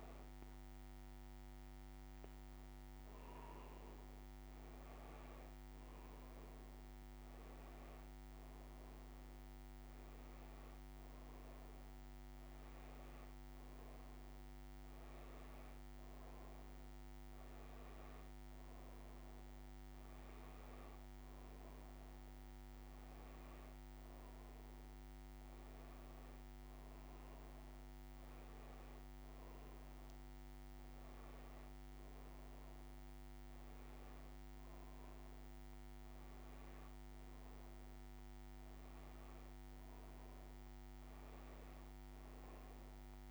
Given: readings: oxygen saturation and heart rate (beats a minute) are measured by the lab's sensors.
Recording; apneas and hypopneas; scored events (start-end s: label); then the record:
breathing in sleep, hard to hear, by a microphone on the trachea; none
none scored
From the record:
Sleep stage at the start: N2 (light sleep); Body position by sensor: on the back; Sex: female